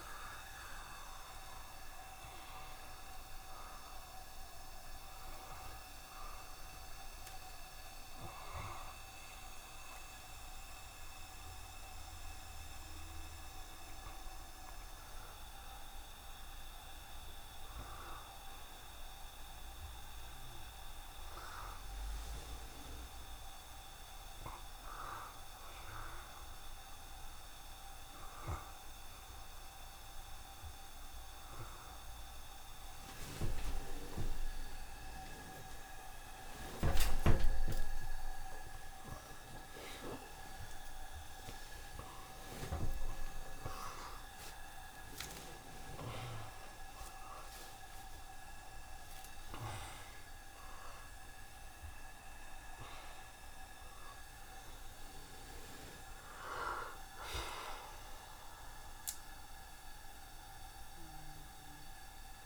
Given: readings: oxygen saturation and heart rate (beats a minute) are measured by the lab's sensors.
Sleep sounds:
a person awake in a sleep study, by a room microphone; none
10.50-62.46 s: new sleep stage, awake
15.00-17.00 s: long interval between heartbeats (device-marked, heart rate 72 before, 89 extreme)
22.00-24.00 s: long interval between heartbeats (device-marked, heart rate 80 before, 89 extreme)
29.00-31.00 s: long interval between heartbeats (device-marked, heart rate 86 before, 88 extreme)
29.50-40.50 s: tachycardia (device-marked, heart rate 74 before, 184 extreme)
31.50-33.50 s: long interval between heartbeats (device-marked, heart rate 89 before, 97 extreme)
34.00-36.00 s: long interval between heartbeats (device-marked, heart rate 92 before, 112 extreme)
37.50-39.50 s: long interval between heartbeats (device-marked, heart rate 100 before, 180 extreme)
40.00-42.00 s: long interval between heartbeats (device-marked, heart rate 108 before, 168 extreme)
42.00-44.00 s: long interval between heartbeats (device-marked, heart rate 116 before, 158 extreme)
44.00-46.00 s: long interval between heartbeats (device-marked, heart rate 123 before, 99 extreme)
46.50-53.50 s: bradycardia (device-marked, heart rate 76 before, 49 extreme)
50.00-52.00 s: long interval between heartbeats (device-marked, heart rate 119 before, 49 extreme)
57.00-59.00 s: long interval between heartbeats (device-marked, heart rate 97 before, 60 extreme)
From the record:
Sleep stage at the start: N1 (lightest sleep); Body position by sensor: on the back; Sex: male

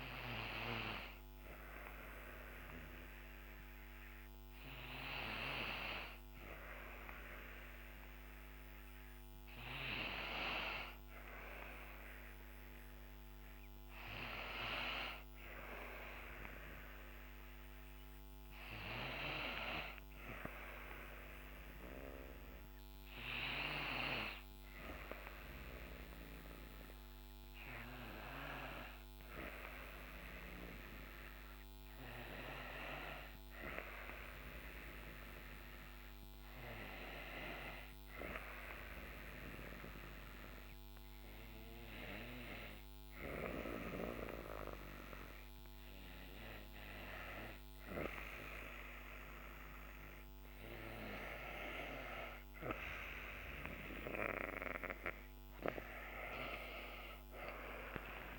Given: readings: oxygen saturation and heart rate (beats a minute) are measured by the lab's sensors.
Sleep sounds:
breathing in sleep by a microphone on the trachea; 1
28.00-50.00 s: hypopnea (oxygen 94% before, 89% lowest, heart rate 69 before, 59 extreme, up 4 after)
49.50-58.39 s: oxygen desaturation (device-marked, oxygen 93% before, 89% lowest, heart rate 65 before, 59 extreme)
52.00-57.00 s: arousal
From the record:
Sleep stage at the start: N2 (light sleep); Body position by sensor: on the back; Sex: female

